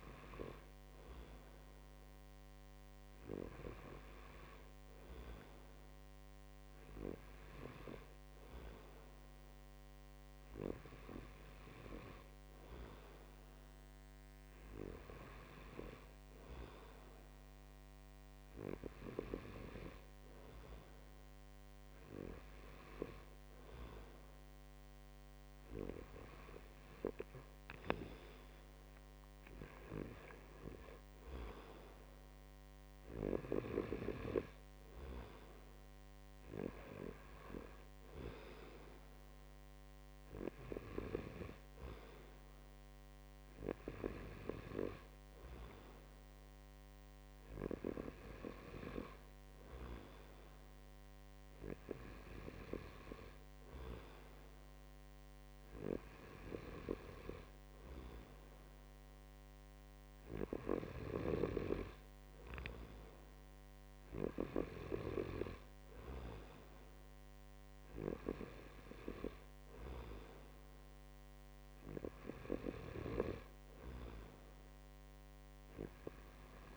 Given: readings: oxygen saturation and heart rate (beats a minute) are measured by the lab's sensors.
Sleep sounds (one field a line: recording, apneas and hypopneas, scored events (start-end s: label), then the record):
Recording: breathing in sleep by a microphone on the trachea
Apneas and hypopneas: none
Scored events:
none scored
From the record:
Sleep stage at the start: N2 (light sleep)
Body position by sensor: on the right side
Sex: male